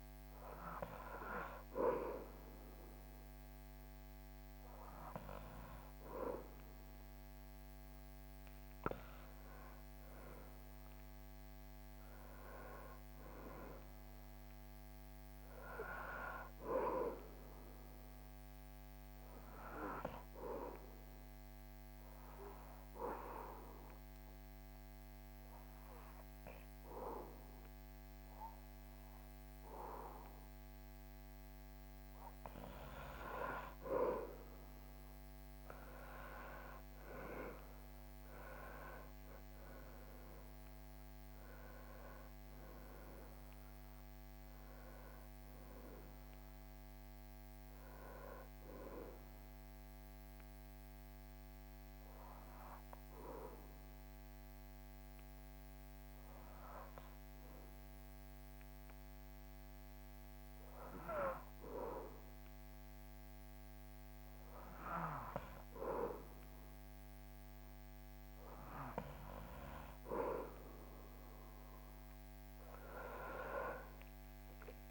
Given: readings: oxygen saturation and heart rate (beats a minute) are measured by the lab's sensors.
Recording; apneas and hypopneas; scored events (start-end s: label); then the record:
breathing in sleep by a microphone on the trachea; 2
19.50-31.50 s: obstructive apnea (oxygen 98% before, 95% lowest, heart rate 65 before, 63 extreme, up 6 after)
34.00-39.50 s: arousal
50.50-70.50 s: obstructive apnea (oxygen 97% before, 95% lowest, heart rate 66 before, 59 extreme, up 9 after)
72.50-74.91 s: arousal
From the record:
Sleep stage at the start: N2 (light sleep); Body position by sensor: on the back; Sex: male